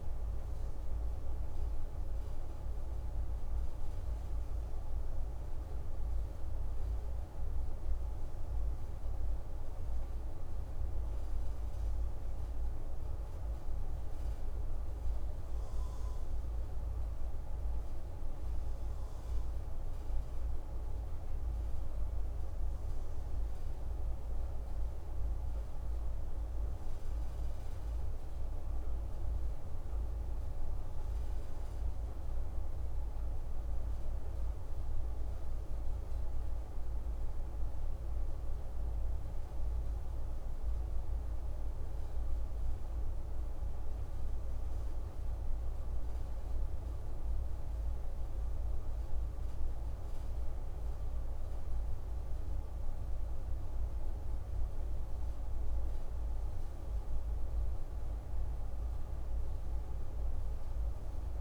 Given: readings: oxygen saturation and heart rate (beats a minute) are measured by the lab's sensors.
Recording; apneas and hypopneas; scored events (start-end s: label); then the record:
breathing in sleep, hard to hear, by a room microphone; none
none scored
From the record:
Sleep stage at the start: N1 (lightest sleep); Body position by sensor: on the back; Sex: male